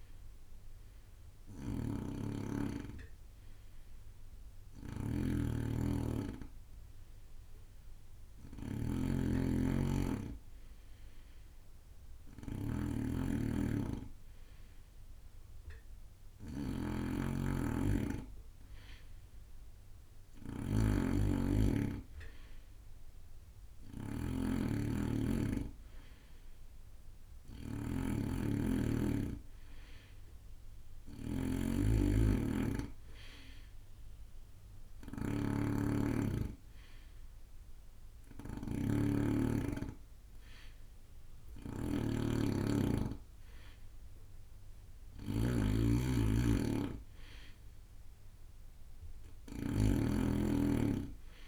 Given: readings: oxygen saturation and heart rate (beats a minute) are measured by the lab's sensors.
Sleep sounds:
breathing in sleep by a room microphone; 1
0.00-14.00 s: bradycardia (device-marked)
0.00-51.48 s: snoring (device-marked)
2.00-14.50 s: hypopnea (oxygen 93% before, 90% lowest)
18.00-21.50 s: arousal
21.00-51.48 s: oxygen desaturation (device-marked, oxygen 98% before, 91% lowest)
From the record:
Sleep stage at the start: N2 (light sleep); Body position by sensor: on the right side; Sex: male

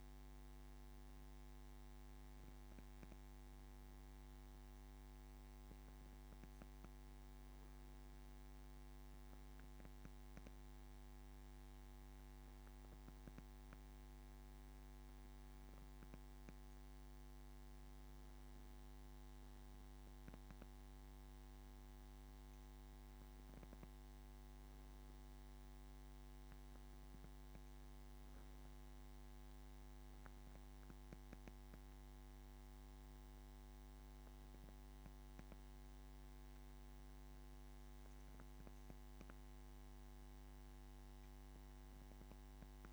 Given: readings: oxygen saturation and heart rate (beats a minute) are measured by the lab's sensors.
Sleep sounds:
breathing in sleep, hard to hear, by a microphone on the trachea; none
none scored
From the record:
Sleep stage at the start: N1 (lightest sleep); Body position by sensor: on the back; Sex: male

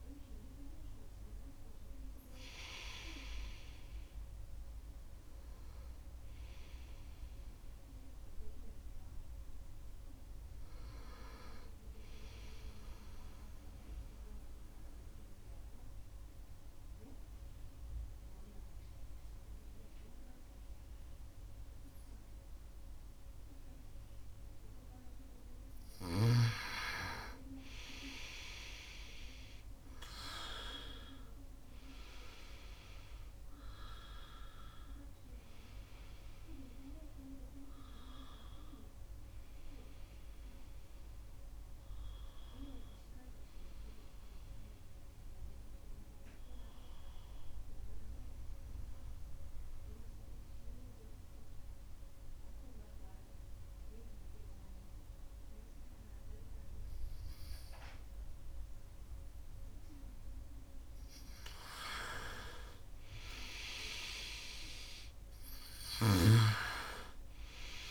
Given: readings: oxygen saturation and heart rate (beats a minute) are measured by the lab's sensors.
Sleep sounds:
breathing in sleep by a room microphone; 2
0.00-9.00 s: oxygen desaturation (device-marked, oxygen 87% lowest, heart rate 68 extreme)
8.50-11.00 s: arousal
13.00-25.50 s: obstructive apnea (oxygen 99% before, 92% lowest, heart rate 74 before, 68 extreme, up 4 after)
27.00-30.50 s: arousal
32.00-52.00 s: oxygen desaturation (device-marked, oxygen 98% before, 92% lowest, heart rate 70 before, 69 extreme)
44.50-60.50 s: obstructive apnea (oxygen 99% before, 90% lowest, heart rate 72 before, 67 extreme, up 3 after)
64.00-67.00 s: arousal
66.00-67.91 s: oxygen desaturation (device-marked, oxygen 97% before, 92% lowest, heart rate 71 before, 67 extreme)
From the record:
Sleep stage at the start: N2 (light sleep); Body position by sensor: on the right side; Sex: male

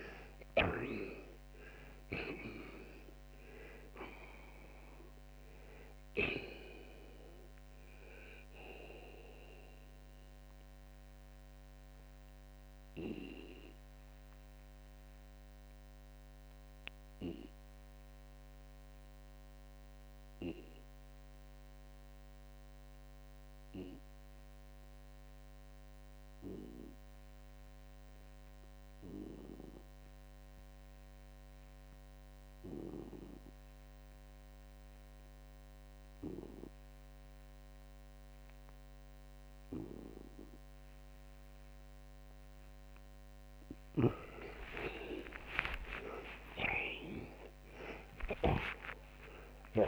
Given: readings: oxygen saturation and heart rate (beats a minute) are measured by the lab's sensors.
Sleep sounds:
breathing in sleep by a microphone on the trachea; 1
0.00-2.00 s: oxygen desaturation (device-marked, oxygen 80% lowest, heart rate 56 extreme)
0.00-2.50 s: arousal
10.50-41.50 s: obstructive apnea (oxygen 91% before, 79% lowest, heart rate 104 before, 58 extreme)
22.00-43.00 s: oxygen desaturation (device-marked, oxygen 90% before, 80% lowest, heart rate 74 before, 58 extreme)
43.00-49.88 s: snoring (device-marked)
46.00-49.88 s: arousal
From the record:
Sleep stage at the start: N2 (light sleep); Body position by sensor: on the left side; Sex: male

